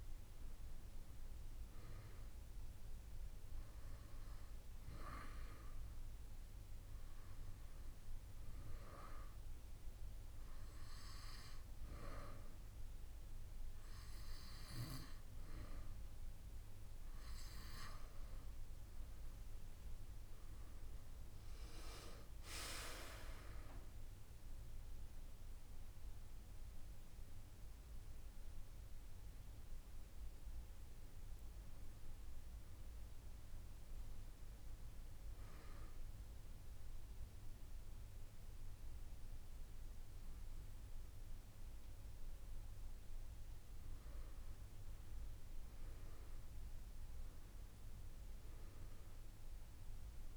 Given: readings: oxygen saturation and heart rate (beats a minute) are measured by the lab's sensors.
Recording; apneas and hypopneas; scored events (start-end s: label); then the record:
breathing in sleep by a room microphone; 1
4.50-18.00 s: obstructive apnea (oxygen 95% before, 92% lowest)
17.00-19.00 s: long interval between heartbeats (device-marked, heart rate 75 before, 74 extreme)
20.00-25.00 s: arousal
21.00-30.00 s: drop in pulse transit time (device-marked)
26.50-28.50 s: long interval between heartbeats (device-marked, heart rate 62 before, 48 extreme)
41.00-50.37 s: drop in pulse transit time (device-marked)
41.00-50.37 s: new sleep stage, awake
43.00-45.00 s: long interval between heartbeats (device-marked, heart rate 57 before, 59 extreme)
From the record:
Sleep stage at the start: N2 (light sleep); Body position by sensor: on the back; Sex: female